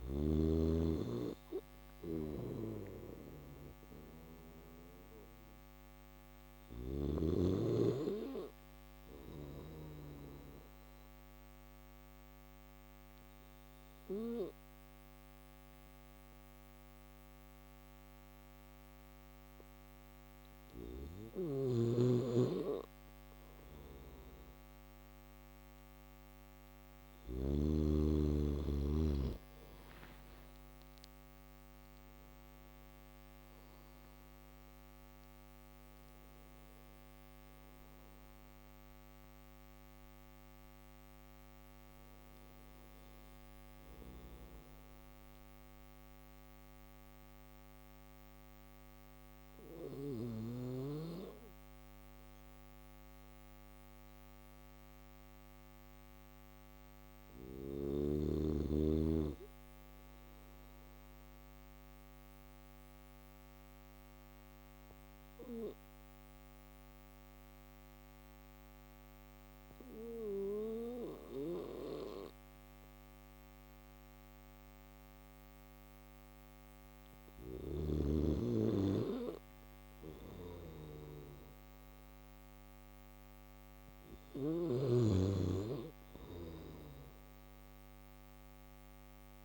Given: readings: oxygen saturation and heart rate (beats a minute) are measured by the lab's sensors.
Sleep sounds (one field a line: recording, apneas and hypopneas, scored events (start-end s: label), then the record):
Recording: breathing in sleep by a microphone on the trachea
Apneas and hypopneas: none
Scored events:
1.00-6.00 s: snoring (device-marked)
79.00-83.50 s: snoring (device-marked)
From the record:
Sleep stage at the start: N3 (deep sleep)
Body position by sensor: on the back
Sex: male